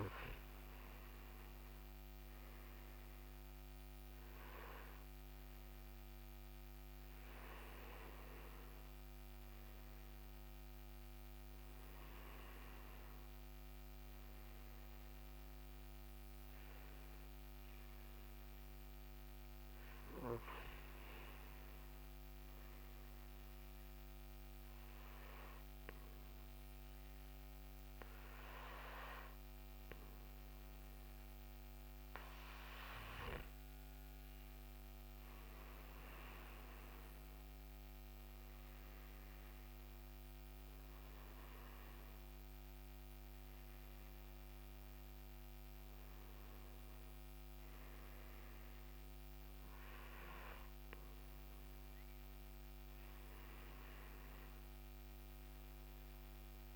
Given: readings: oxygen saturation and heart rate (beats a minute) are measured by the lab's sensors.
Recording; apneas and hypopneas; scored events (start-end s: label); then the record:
breathing in sleep by a microphone on the trachea; 1
24.00-35.00 s: obstructive apnea (oxygen 96% before, 93% lowest, heart rate 65 before, 63 extreme, up 4 after)
37.00-41.50 s: arousal
From the record:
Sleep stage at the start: N2 (light sleep); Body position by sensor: on the right side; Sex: male